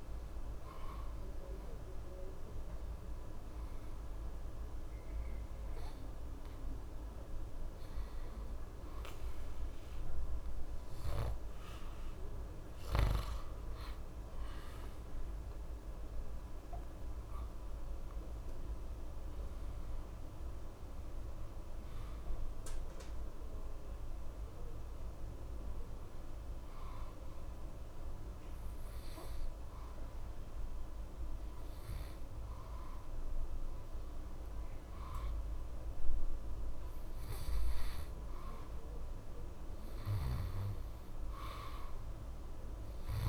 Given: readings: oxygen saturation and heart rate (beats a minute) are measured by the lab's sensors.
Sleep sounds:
breathing in sleep, hard to hear, by a room microphone; 2
0.00-12.00 s: oxygen desaturation (device-marked, oxygen 90% lowest, heart rate 66 extreme)
1.50-14.00 s: hypopnea (oxygen 95% before, 90% lowest, heart rate 101 before, 66 extreme, up 29 after)
15.50-20.00 s: arousal
25.50-39.00 s: hypopnea (oxygen 96% before, 88% lowest, heart rate 80 before, 66 extreme, up 6 after)
From the record:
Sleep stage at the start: N2 (light sleep); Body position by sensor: on the back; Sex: male

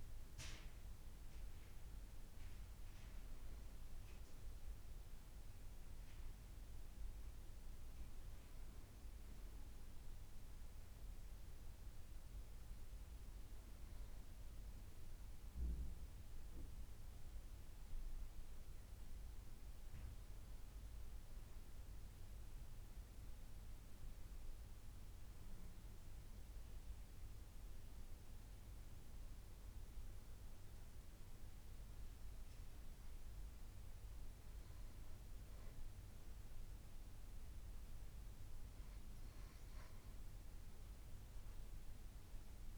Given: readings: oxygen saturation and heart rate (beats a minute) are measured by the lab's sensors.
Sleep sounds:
breathing in sleep, hard to hear, by a room microphone; none
none scored
From the record:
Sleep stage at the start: N2 (light sleep); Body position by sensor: on the back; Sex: female

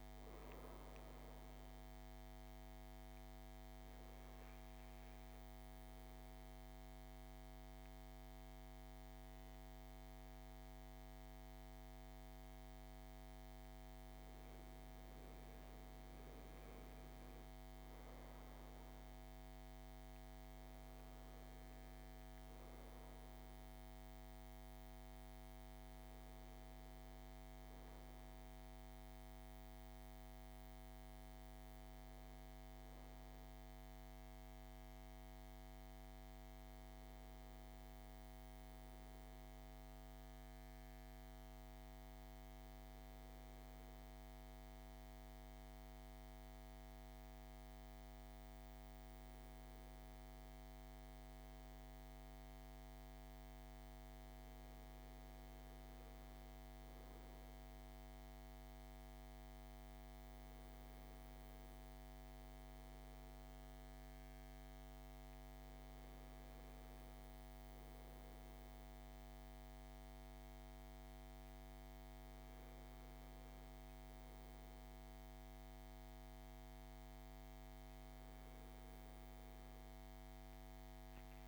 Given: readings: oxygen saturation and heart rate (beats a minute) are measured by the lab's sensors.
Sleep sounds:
breathing in sleep, hard to hear, by a microphone on the trachea; 2
0.00-16.00 s: oxygen desaturation (device-marked, oxygen 99% before, 93% lowest, heart rate 58 before, 54 extreme)
2.00-14.00 s: obstructive apnea (oxygen 99% before, 93% lowest, heart rate 57 before, 54 extreme, up 5 after)
17.00-21.00 s: arousal
21.00-81.48 s: new sleep stage, N1 (lightest sleep)
41.00-55.00 s: hypopnea (oxygen 99% before, 96% lowest, heart rate 60 before, 58 extreme, up 2 after)
57.50-62.00 s: arousal
From the record:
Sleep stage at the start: N2 (light sleep); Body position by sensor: on the back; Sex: male

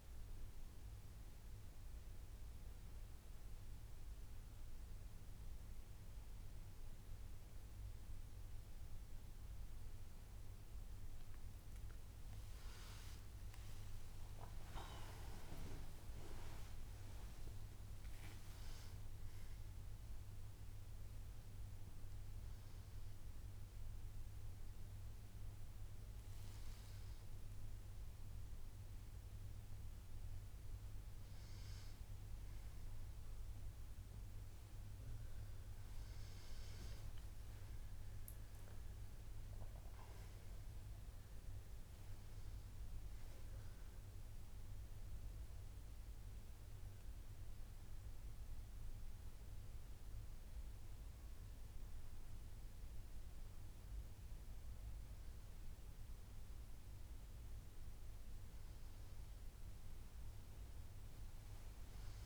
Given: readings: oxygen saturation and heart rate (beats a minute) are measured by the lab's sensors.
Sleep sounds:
a person awake in a sleep study, hard to hear, by a room microphone; none
17.50-30.50 s: oxygen desaturation (device-marked, oxygen 98% before, 95% lowest, heart rate 140 before, 140 extreme)
From the record:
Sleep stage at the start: awake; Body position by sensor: on the back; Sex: male

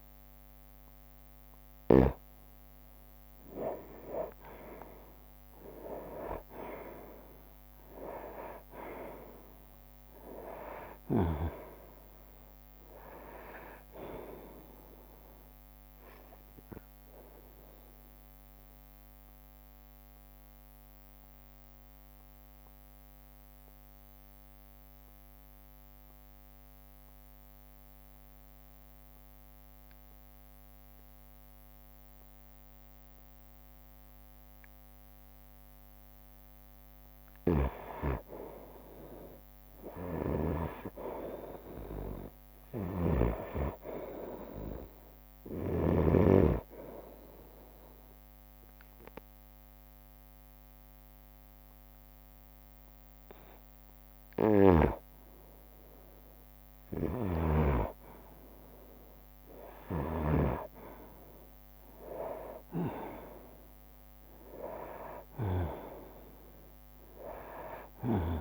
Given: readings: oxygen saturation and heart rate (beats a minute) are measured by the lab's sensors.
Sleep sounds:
breathing in sleep by a microphone on the trachea; 2
0.00-2.00 s: snoring (device-marked)
0.00-15.00 s: oxygen desaturation (device-marked, oxygen 91% lowest, heart rate 52 extreme)
6.00-17.00 s: drop in pulse transit time (device-marked, heart rate 63 before, 65 extreme)
16.00-36.50 s: obstructive apnea (oxygen 98% before, 90% lowest, heart rate 66 before, 52 extreme, up 13 after)
20.00-29.00 s: bradycardia (device-marked, heart rate 64 before, 52 extreme)
30.00-34.00 s: drop in pulse transit time (device-marked, heart rate 63 before, 59 extreme)
38.50-41.50 s: arousal
39.00-50.00 s: drop in pulse transit time (device-marked, heart rate 59 before, 56 extreme)
40.00-47.00 s: bradycardia (device-marked, heart rate 63 before, 56 extreme)
41.50-43.50 s: long interval between heartbeats (device-marked, heart rate 59 before, 65 extreme)
42.50-46.00 s: snoring (device-marked)
43.00-64.00 s: oxygen desaturation (device-marked, oxygen 98% before, 90% lowest, heart rate 59 before, 57 extreme)
47.00-57.00 s: hypopnea (oxygen 98% before, 90% lowest, heart rate 59 before, 62 extreme, up 10 after)
54.00-57.50 s: snoring (device-marked)
62.00-67.50 s: arousal
62.00-68.41 s: drop in pulse transit time (device-marked, heart rate 62 before, 66 extreme)
67.00-68.41 s: long interval between heartbeats (device-marked, heart rate 64 before, 70 extreme)
From the record:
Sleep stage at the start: N2 (light sleep); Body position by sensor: on the right side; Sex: male

